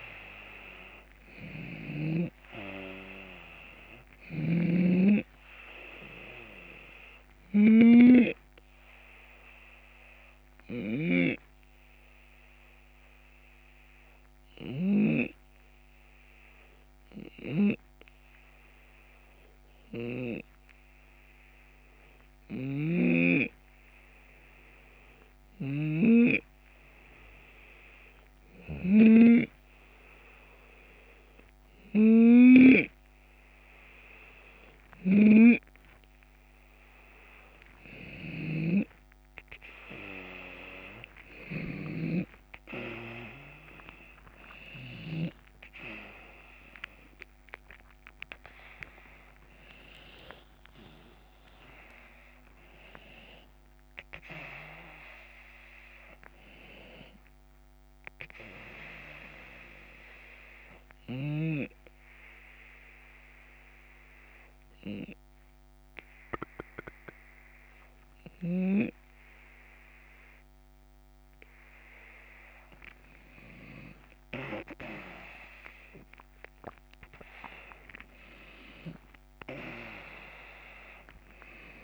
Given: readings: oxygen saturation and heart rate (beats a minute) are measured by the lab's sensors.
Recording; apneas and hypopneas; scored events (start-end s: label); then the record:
breathing in sleep by a microphone on the trachea; 2
0.00-14.00 s: drop in pulse transit time (device-marked, heart rate 75 extreme)
0.00-26.00 s: oxygen desaturation (device-marked, oxygen 91% lowest, heart rate 74 extreme)
3.50-7.50 s: snoring (device-marked)
8.50-33.00 s: hypopnea (oxygen 97% before, 91% lowest, heart rate 76 before, 74 extreme, up 3 after)
22.00-28.50 s: snoring (device-marked)
34.00-48.00 s: oxygen desaturation (device-marked, oxygen 97% before, 93% lowest, heart rate 75 before, 75 extreme)
34.50-44.50 s: snoring (device-marked)
41.00-64.00 s: drop in pulse transit time (device-marked, heart rate 76 before, 75 extreme)
42.50-48.50 s: arousal
50.00-63.00 s: oxygen desaturation (device-marked, oxygen 95% before, 91% lowest, heart rate 78 before, 75 extreme)
58.00-71.50 s: obstructive apnea (oxygen 97% before, 91% lowest, heart rate 82 before, 75 extreme, up 12 after)
73.00-78.00 s: arousal
79.00-81.84 s: oxygen desaturation (device-marked, oxygen 95% before, 91% lowest, heart rate 79 before, 83 extreme)
From the record:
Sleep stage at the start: N2 (light sleep); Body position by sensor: on the left side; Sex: male